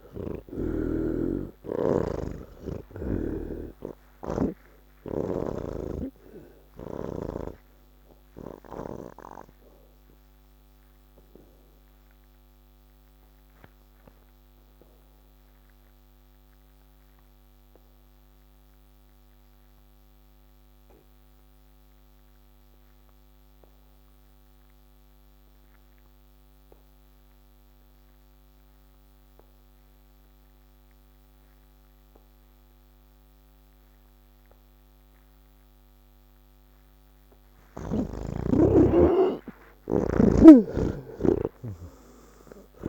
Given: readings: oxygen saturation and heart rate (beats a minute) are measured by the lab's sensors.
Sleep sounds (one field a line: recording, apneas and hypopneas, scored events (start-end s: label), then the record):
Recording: breathing in sleep by a microphone on the trachea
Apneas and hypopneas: 1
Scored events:
0.00-24.00 s: oxygen desaturation (device-marked, oxygen 76% lowest, heart rate 48 extreme)
8.50-37.50 s: obstructive apnea (oxygen 98% before, 75% lowest, heart rate 135 before, 48 extreme)
29.00-42.89 s: oxygen desaturation (device-marked, oxygen 97% before, 75% lowest, heart rate 107 before, 79 extreme)
From the record:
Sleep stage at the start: N3 (deep sleep)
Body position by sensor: on the back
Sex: male